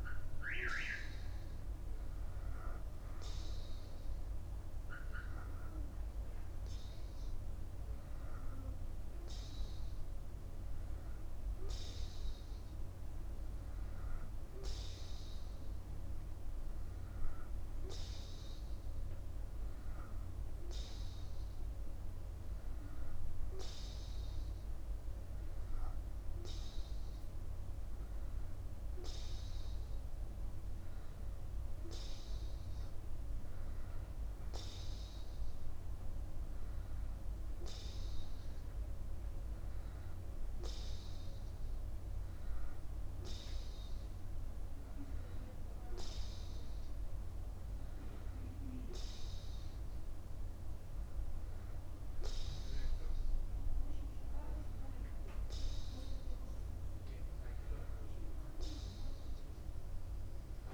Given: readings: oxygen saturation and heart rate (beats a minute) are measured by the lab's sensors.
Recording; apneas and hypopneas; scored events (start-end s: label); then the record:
breathing in sleep by a room microphone; none
none scored
From the record:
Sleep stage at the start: N2 (light sleep); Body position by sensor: upright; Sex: male